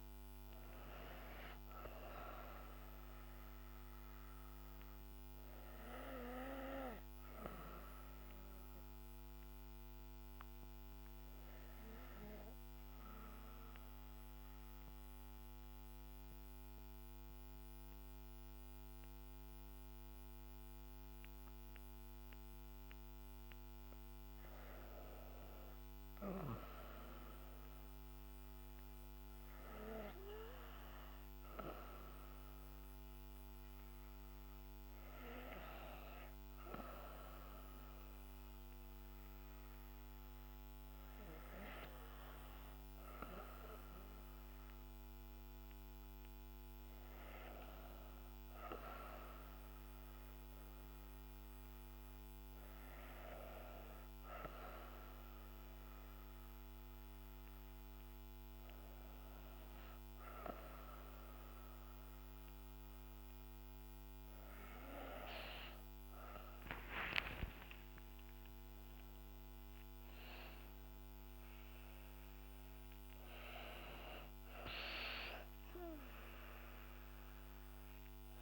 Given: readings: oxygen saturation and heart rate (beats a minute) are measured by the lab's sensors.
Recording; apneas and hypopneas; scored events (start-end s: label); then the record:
breathing in sleep by a microphone on the trachea; 1
0.00-18.50 s: oxygen desaturation (device-marked, oxygen 87% lowest, heart rate 53 extreme)
9.50-24.00 s: obstructive apnea (oxygen 96% before, 87% lowest, heart rate 61 before, 53 extreme, up 5 after)
25.00-29.00 s: arousal
33.50-44.50 s: oxygen desaturation (device-marked, oxygen 98% before, 92% lowest, heart rate 56 before, 60 extreme)
66.00-71.00 s: arousal
From the record:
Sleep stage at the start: N2 (light sleep); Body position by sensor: on the back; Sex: female